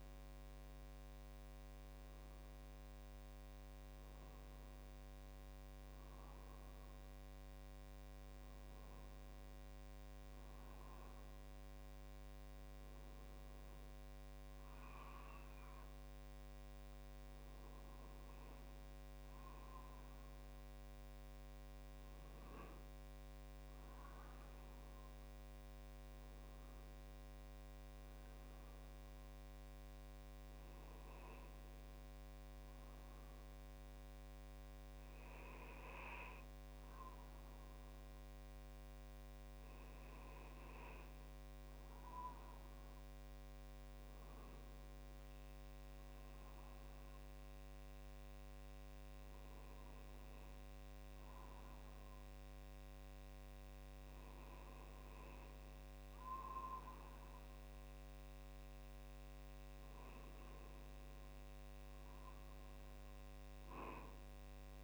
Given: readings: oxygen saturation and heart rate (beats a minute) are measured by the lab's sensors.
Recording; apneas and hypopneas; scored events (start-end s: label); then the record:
breathing in sleep, hard to hear, by a microphone on the trachea; none
none scored
From the record:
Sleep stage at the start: N2 (light sleep); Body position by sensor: on the right side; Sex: male